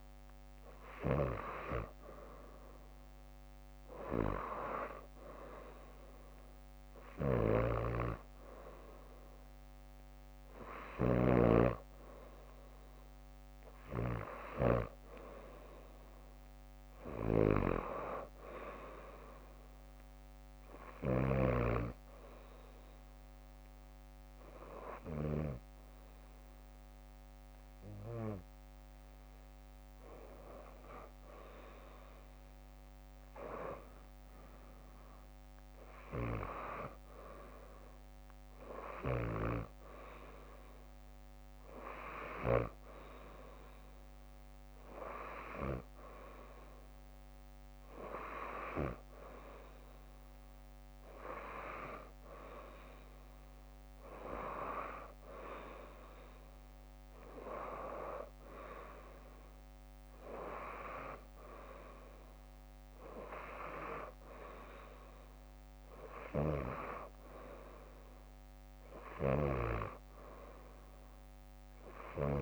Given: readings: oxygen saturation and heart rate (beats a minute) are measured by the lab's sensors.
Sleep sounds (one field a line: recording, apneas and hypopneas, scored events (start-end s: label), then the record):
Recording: breathing in sleep by a microphone on the trachea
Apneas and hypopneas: 1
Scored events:
7.00-21.50 s: snoring (device-marked)
21.00-31.50 s: hypopnea (oxygen 93% before, 93% lowest, heart rate 65 before, 58 extreme, up 4 after)
33.50-36.50 s: arousal
36.00-38.00 s: leg movement (device-marked)
39.00-42.50 s: snoring (device-marked)
41.00-45.50 s: leg movement (device-marked)
49.50-51.50 s: bradycardia (device-marked, heart rate 65 before, 61 extreme)
63.50-65.50 s: bradycardia (device-marked, heart rate 65 before, 62 extreme)
68.00-72.42 s: leg movement (device-marked)
69.00-72.42 s: snoring (device-marked)
From the record:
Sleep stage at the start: N2 (light sleep)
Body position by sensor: on the back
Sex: female